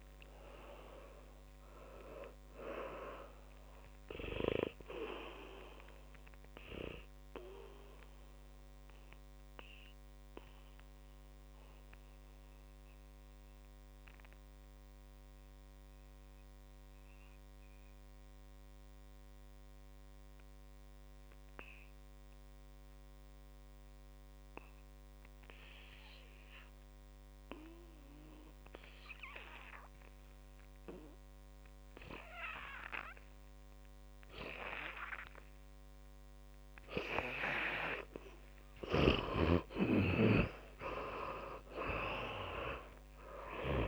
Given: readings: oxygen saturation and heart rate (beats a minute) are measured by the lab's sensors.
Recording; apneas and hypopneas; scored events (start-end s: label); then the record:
breathing in sleep by a microphone on the trachea; 1
0.00-23.00 s: oxygen desaturation (device-marked, oxygen 83% lowest, heart rate 50 extreme)
8.00-38.50 s: mixed apnea (oxygen 100% before, 83% lowest, heart rate 67 before, 55 extreme)
33.00-43.88 s: oxygen desaturation (device-marked, oxygen 100% before, 84% lowest)
39.00-43.88 s: tachycardia (device-marked, heart rate 62 before, 150 extreme)
From the record:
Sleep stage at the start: N2 (light sleep); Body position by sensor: on the back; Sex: male